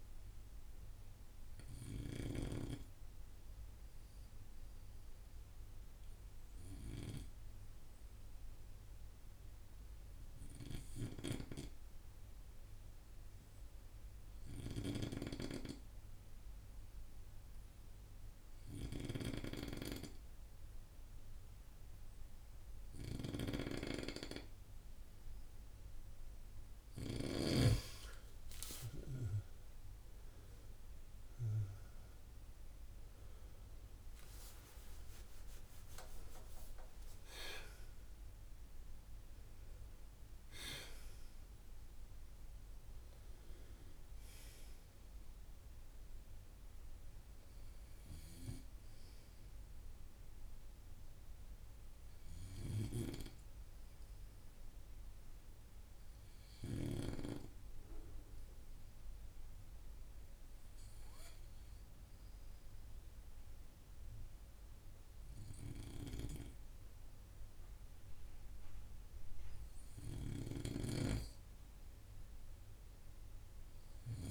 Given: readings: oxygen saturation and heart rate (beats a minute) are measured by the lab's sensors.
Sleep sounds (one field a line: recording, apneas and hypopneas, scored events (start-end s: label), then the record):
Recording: breathing in sleep by a room microphone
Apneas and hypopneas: 1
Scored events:
0.00-6.00 s: oxygen desaturation (device-marked, oxygen 92% lowest)
0.50-25.50 s: obstructive apnea (oxygen 96% before, 91% lowest)
27.00-30.00 s: arousal
30.00-62.00 s: oxygen desaturation (device-marked, oxygen 95% before, 91% lowest)
From the record:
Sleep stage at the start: N2 (light sleep)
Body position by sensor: on the right side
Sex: male